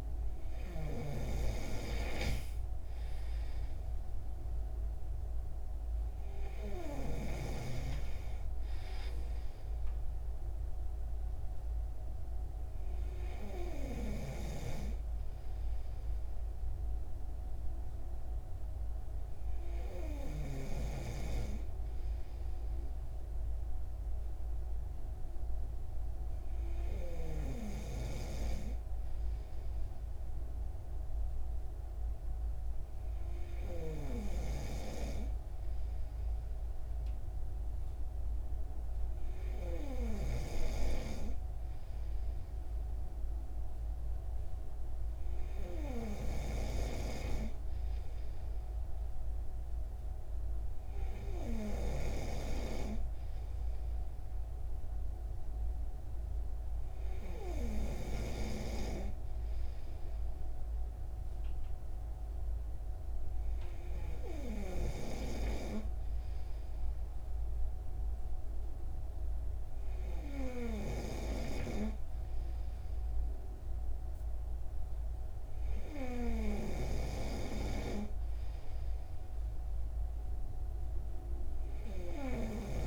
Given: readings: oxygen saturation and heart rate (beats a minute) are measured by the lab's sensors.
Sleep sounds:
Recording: breathing in sleep by a room microphone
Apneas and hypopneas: none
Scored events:
none scored
From the record:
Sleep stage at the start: N2 (light sleep)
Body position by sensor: on the right side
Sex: male

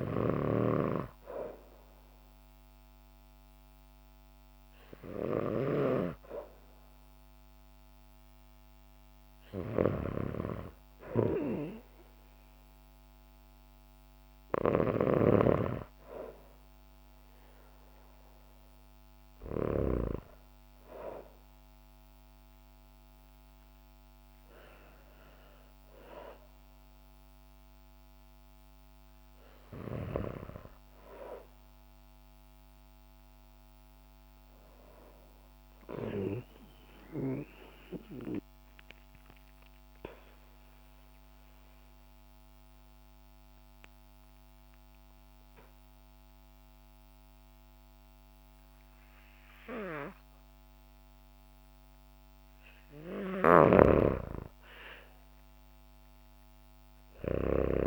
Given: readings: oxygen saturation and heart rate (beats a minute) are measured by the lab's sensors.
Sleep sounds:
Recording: breathing in sleep by a microphone on the trachea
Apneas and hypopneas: 1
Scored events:
0.00-20.00 s: snoring (device-marked)
39.00-53.00 s: obstructive apnea (oxygen 97% before, 92% lowest, heart rate 62 before, 56 extreme, up 7 after)
53.00-57.87 s: snoring (device-marked)
54.50-57.87 s: arousal
56.50-57.87 s: oxygen desaturation (device-marked, oxygen 97% before, 92% lowest, heart rate 60 before, 59 extreme)
From the record:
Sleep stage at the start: N2 (light sleep)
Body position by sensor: on the back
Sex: female

